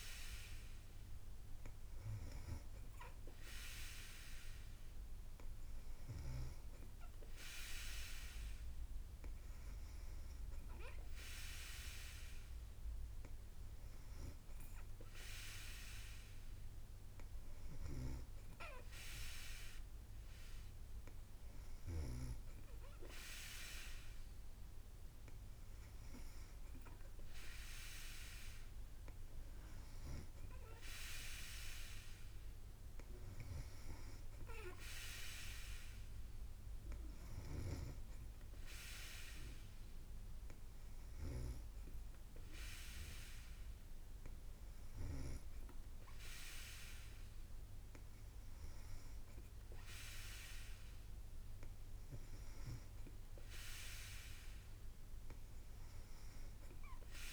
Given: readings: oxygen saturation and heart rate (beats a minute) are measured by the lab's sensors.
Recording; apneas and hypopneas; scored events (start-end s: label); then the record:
breathing in sleep by a room microphone; none
none scored
From the record:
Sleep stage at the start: N3 (deep sleep); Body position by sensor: on the back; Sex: female